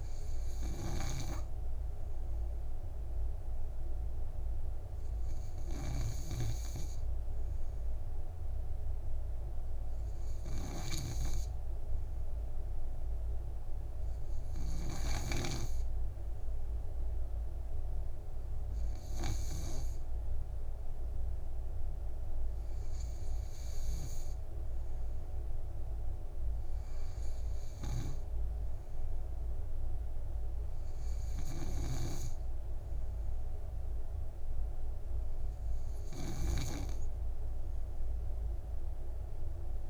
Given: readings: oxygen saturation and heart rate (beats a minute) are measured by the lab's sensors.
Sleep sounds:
breathing in sleep by a room microphone; none
0.00-7.00 s: snoring (device-marked)
32.00-39.90 s: snoring (device-marked)
From the record:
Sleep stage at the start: N2 (light sleep); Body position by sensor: on the back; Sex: male

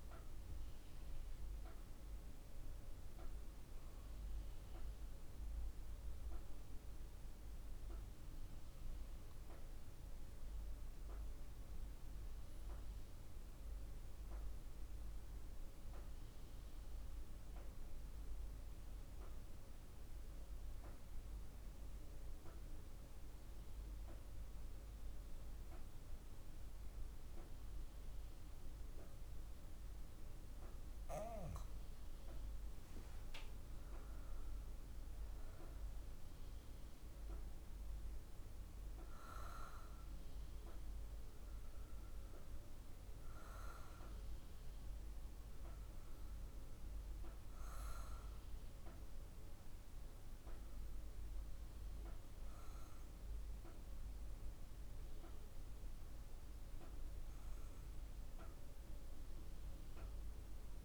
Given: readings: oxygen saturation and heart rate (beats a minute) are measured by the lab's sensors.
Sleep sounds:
breathing in sleep, hard to hear, by a room microphone; 1
14.00-31.50 s: obstructive apnea (oxygen 99% before, 94% lowest, heart rate 51 before, 51 extreme, up 6 after)
32.50-37.00 s: arousal
From the record:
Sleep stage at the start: REM sleep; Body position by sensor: on the back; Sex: female

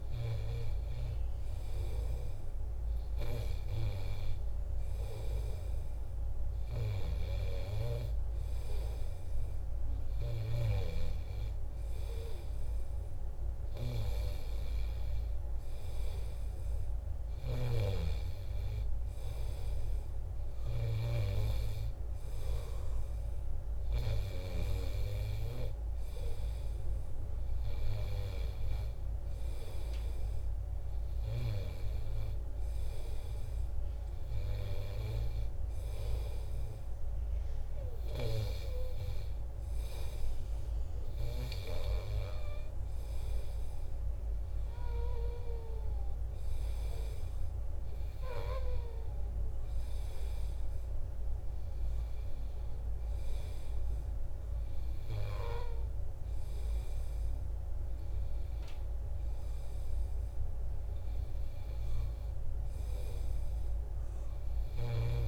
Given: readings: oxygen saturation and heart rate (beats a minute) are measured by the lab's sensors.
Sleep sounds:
breathing in sleep by a room microphone; none
none scored
From the record:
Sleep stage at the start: N2 (light sleep); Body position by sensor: on the back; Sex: male

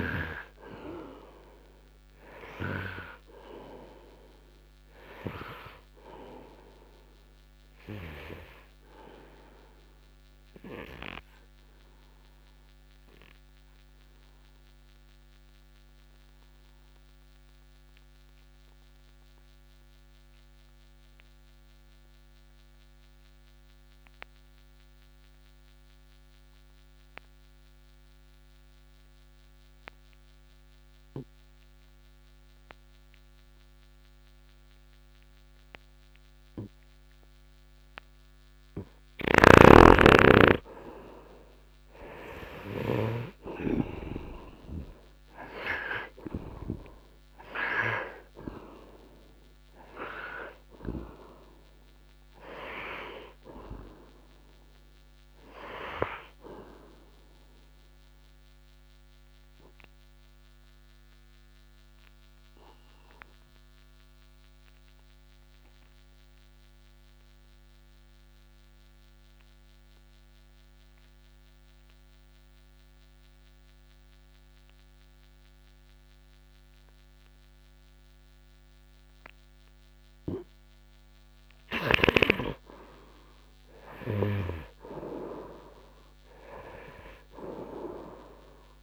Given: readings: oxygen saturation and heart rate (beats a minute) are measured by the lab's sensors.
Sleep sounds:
breathing in sleep by a microphone on the trachea; 2
0.00-28.00 s: oxygen desaturation (device-marked, oxygen 71% lowest, heart rate 54 extreme)
11.50-39.00 s: obstructive apnea (oxygen 93% before, 71% lowest, heart rate 64 before, 54 extreme, up 2 after)
37.50-39.50 s: long interval between heartbeats (device-marked, heart rate 68 before, 60 extreme)
39.50-43.50 s: snoring (device-marked)
40.50-45.50 s: arousal
47.00-74.00 s: oxygen desaturation (device-marked, oxygen 96% before, 71% lowest, heart rate 60 before, 58 extreme)
59.00-82.00 s: obstructive apnea (oxygen 96% before, 71% lowest, heart rate 64 before, 58 extreme, up 0 after)
81.00-88.83 s: oxygen desaturation (device-marked, oxygen 98% before, 76% lowest, heart rate 71 before, 52 extreme)
84.00-88.00 s: arousal
From the record:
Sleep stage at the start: N2 (light sleep); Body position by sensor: upright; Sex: male

